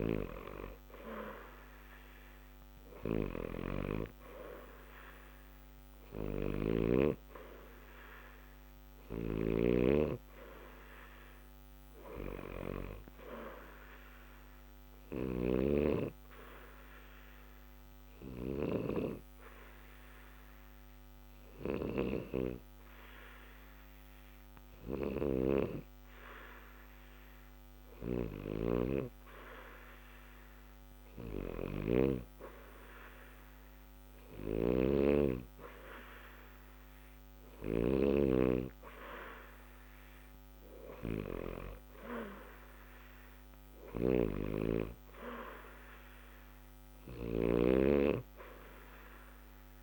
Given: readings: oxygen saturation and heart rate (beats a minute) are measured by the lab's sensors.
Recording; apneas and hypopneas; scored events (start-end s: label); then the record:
breathing in sleep by a microphone on the trachea; 1
14.50-26.50 s: obstructive apnea (oxygen 89% before, 88% lowest, heart rate 60 before, 60 extreme, up 0 after)
29.50-33.50 s: arousal
34.00-38.00 s: snoring (device-marked)
From the record:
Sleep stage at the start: N2 (light sleep); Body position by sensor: on the back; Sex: male